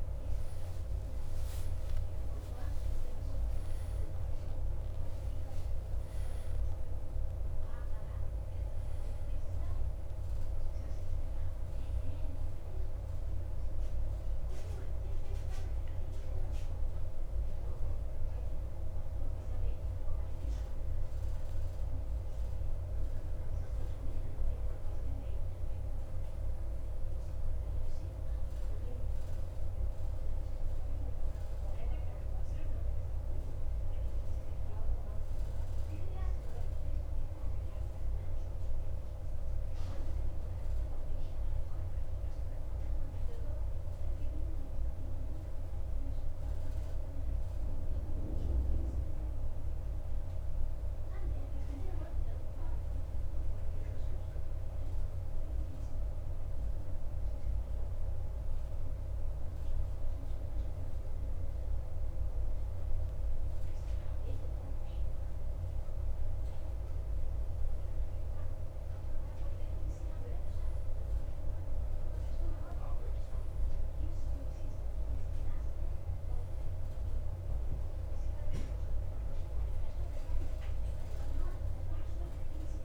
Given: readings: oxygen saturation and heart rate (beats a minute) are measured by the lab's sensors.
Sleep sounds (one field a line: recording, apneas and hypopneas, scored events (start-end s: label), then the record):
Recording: breathing in sleep, hard to hear, by a room microphone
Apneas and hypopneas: 1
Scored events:
0.00-5.50 s: arousal
0.00-14.50 s: oxygen desaturation (device-marked, oxygen 94% lowest, heart rate 52 extreme)
16.50-44.50 s: oxygen desaturation (device-marked, oxygen 96% before, 91% lowest, heart rate 55 before, 51 extreme)
35.00-56.50 s: mixed apnea (oxygen 96% before, 91% lowest, heart rate 55 before, 51 extreme, up 3 after)
60.00-64.50 s: arousal
From the record:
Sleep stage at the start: REM sleep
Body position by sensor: on the back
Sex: male